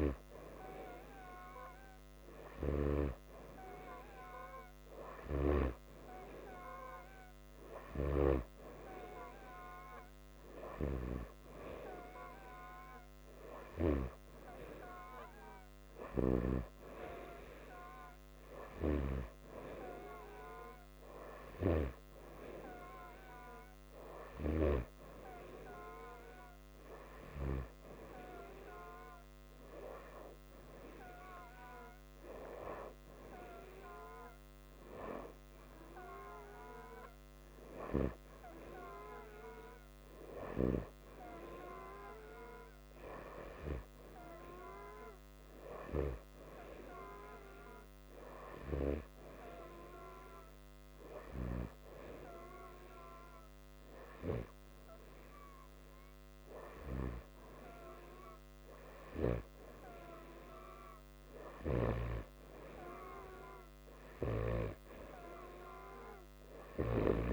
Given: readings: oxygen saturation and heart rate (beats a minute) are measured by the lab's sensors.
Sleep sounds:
breathing in sleep by a microphone on the trachea; none
none scored
From the record:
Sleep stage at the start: N3 (deep sleep); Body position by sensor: upright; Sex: male

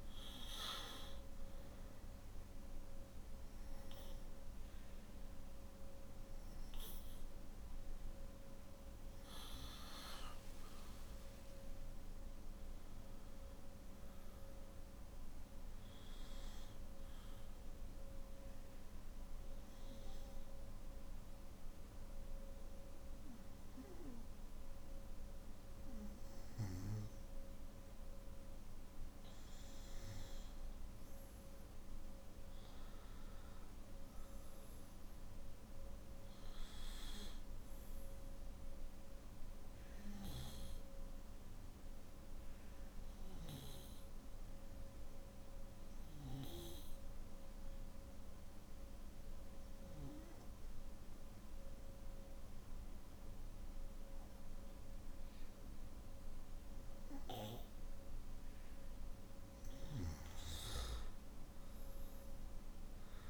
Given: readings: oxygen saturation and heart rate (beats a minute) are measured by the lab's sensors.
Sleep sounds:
breathing in sleep by a room microphone; 1
46.50-58.50 s: obstructive apnea (oxygen 97% before, 92% lowest, heart rate 56 before, 49 extreme, up 17 after)
From the record:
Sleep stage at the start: N2 (light sleep); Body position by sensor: on the back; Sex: male

